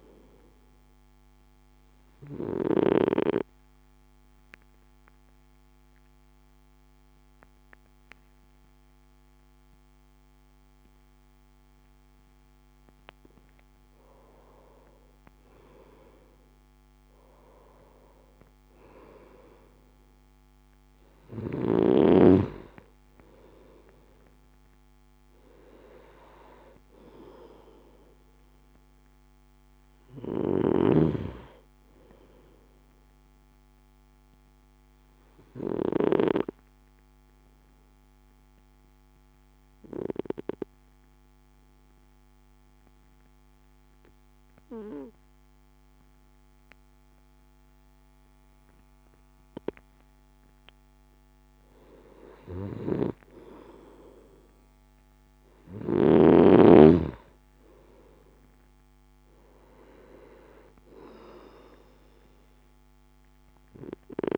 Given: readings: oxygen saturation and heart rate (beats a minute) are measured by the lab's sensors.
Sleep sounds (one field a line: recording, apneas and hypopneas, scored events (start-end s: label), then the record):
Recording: breathing in sleep by a microphone on the trachea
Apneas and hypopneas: 2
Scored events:
2.00-13.00 s: obstructive apnea (oxygen 95% before, 91% lowest, heart rate 58 before, 54 extreme, up 5 after)
14.00-18.00 s: arousal
35.00-50.00 s: obstructive apnea (oxygen 95% before, 90% lowest, heart rate 57 before, 56 extreme, up 4 after)
52.50-57.00 s: arousal
57.50-64.38 s: oxygen desaturation (device-marked, oxygen 96% before, 91% lowest, heart rate 57 before, 57 extreme)
From the record:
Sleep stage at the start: N2 (light sleep)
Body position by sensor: on the right side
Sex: male